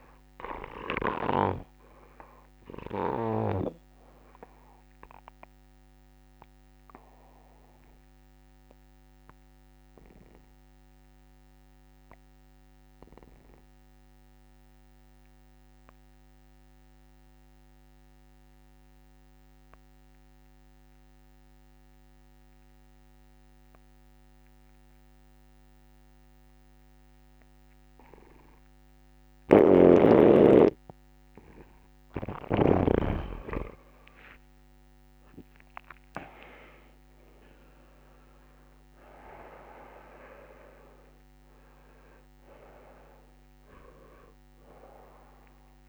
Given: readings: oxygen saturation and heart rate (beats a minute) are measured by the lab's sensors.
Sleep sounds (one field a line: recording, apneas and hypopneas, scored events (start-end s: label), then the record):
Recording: breathing in sleep by a microphone on the trachea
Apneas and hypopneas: 1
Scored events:
0.00-19.00 s: oxygen desaturation (device-marked, oxygen 84% lowest, heart rate 70 extreme)
6.00-32.00 s: obstructive apnea (oxygen 99% before, 83% lowest, heart rate 72 before, 66 extreme, up 13 after)
29.50-33.00 s: snoring (device-marked)
32.00-45.89 s: oxygen desaturation (device-marked, oxygen 98% before, 83% lowest, heart rate 71 before, 66 extreme)
34.50-38.00 s: arousal
38.00-40.00 s: long interval between heartbeats (device-marked, heart rate 71 before, 83 extreme)
From the record:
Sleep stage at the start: N2 (light sleep)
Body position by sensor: on the back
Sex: male